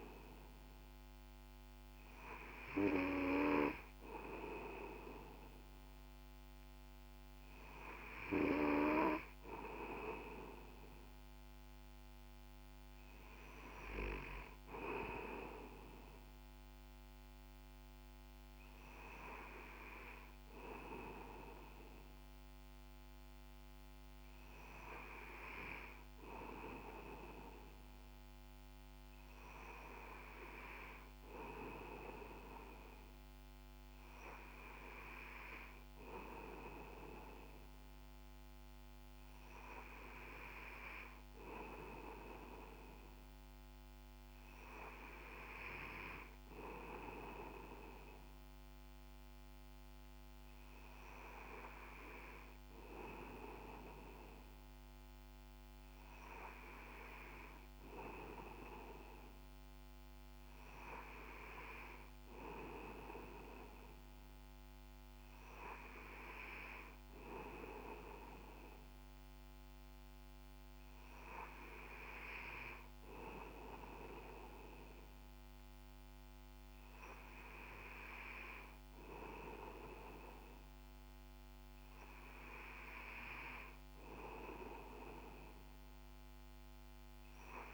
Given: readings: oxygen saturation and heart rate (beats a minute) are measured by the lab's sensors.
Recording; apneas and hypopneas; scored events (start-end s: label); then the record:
breathing in sleep by a microphone on the trachea; none
none scored
From the record:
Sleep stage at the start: N2 (light sleep); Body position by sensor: on the back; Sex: male